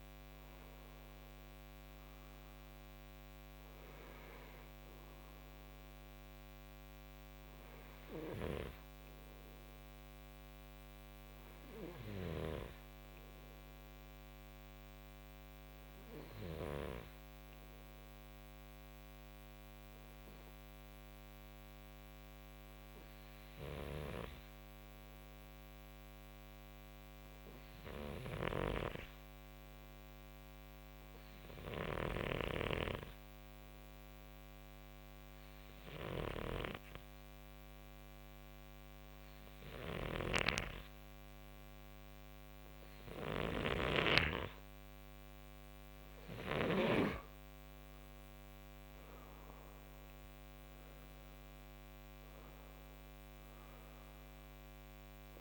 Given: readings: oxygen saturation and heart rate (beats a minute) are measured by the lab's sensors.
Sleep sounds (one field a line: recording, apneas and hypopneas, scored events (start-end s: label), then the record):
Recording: breathing in sleep by a microphone on the trachea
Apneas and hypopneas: 1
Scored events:
0.00-4.50 s: arousal
15.50-43.00 s: hypopnea (oxygen 95% before, 92% lowest, heart rate 69 before, 57 extreme, up 7 after)
37.00-55.41 s: oxygen desaturation (device-marked, oxygen 97% before, 92% lowest, heart rate 65 before, 56 extreme)
45.50-50.50 s: arousal
From the record:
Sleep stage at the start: N2 (light sleep)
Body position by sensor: on the front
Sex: male